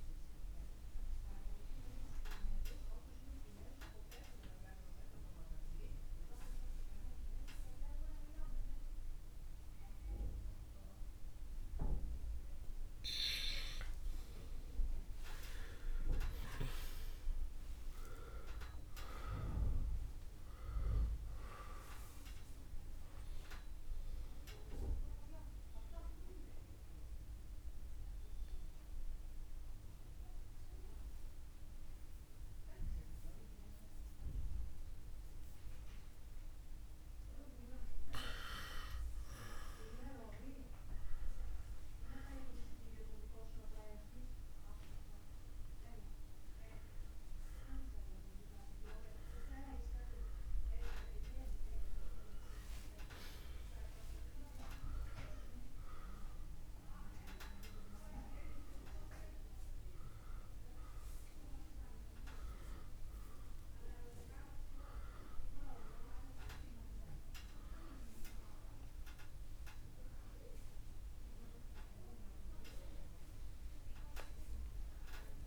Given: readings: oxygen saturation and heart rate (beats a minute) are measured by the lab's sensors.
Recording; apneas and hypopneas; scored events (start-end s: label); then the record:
a person partly awake in a sleep study, by a room microphone; 2
2.00-13.00 s: obstructive apnea (oxygen 99% before, 92% lowest, heart rate 74 before, 68 extreme, up 0 after)
15.00-18.50 s: arousal
26.00-38.00 s: oxygen desaturation (device-marked, oxygen 99% before, 94% lowest, heart rate 69 before, 62 extreme)
26.50-39.50 s: obstructive apnea (oxygen 99% before, 92% lowest, heart rate 69 before, 62 extreme, up 0 after)
46.00-60.00 s: oxygen desaturation (device-marked, oxygen 98% before, 92% lowest, heart rate 67 before, 66 extreme)
55.00-75.47 s: new sleep stage, awake
From the record:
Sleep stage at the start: N1 (lightest sleep); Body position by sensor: on the right side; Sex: male